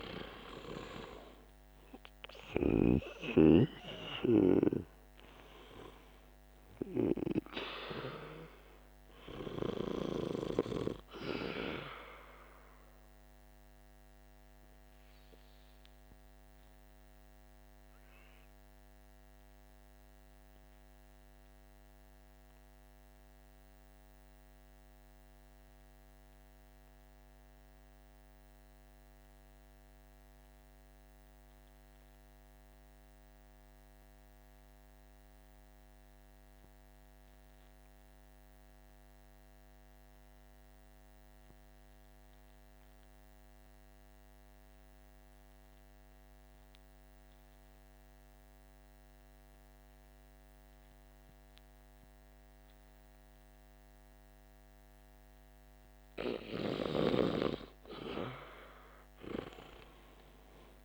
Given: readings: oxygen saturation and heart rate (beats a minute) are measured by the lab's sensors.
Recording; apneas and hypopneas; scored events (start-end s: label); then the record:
breathing in sleep by a microphone on the trachea; 1
0.00-1.50 s: arousal
0.00-3.50 s: oxygen desaturation (device-marked, oxygen 78% lowest, heart rate 48 extreme)
7.50-60.85 s: new sleep stage, REM sleep
15.00-54.50 s: obstructive apnea (oxygen 87% before, 73% lowest, heart rate 59 before, 48 extreme, up 12 after)
17.50-29.50 s: oxygen desaturation (device-marked, oxygen 87% before, 82% lowest, heart rate 59 before, 48 extreme)
42.50-60.85 s: oxygen desaturation (device-marked, oxygen 99% before, 73% lowest, heart rate 50 before, 47 extreme)
57.50-60.85 s: arousal
From the record:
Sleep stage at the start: N2 (light sleep); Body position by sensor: on the back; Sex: male